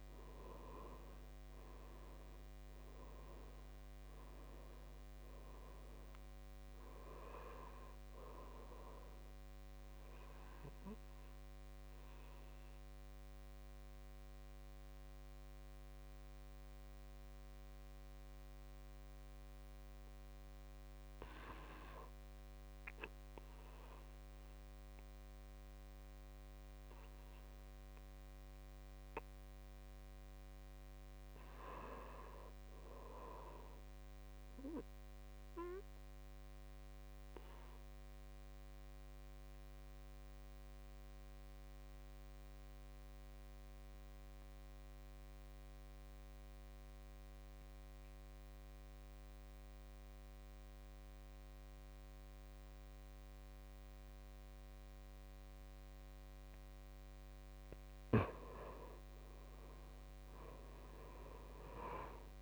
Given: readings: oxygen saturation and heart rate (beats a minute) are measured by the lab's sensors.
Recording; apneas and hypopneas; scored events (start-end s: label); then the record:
breathing in sleep by a microphone on the trachea; 2
0.00-22.00 s: oxygen desaturation (device-marked, oxygen 85% lowest, heart rate 55 extreme)
10.00-29.50 s: obstructive apnea (oxygen 97% before, 84% lowest, heart rate 65 before, 55 extreme, up 5 after)
31.00-34.00 s: arousal
36.50-57.00 s: obstructive apnea (oxygen 99% before, 84% lowest, heart rate 57 before, 59 extreme, up 9 after)
41.00-62.42 s: oxygen desaturation (device-marked, oxygen 98% before, 84% lowest, heart rate 58 before, 57 extreme)
59.00-62.42 s: arousal
From the record:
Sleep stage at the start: N2 (light sleep); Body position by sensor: on the back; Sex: male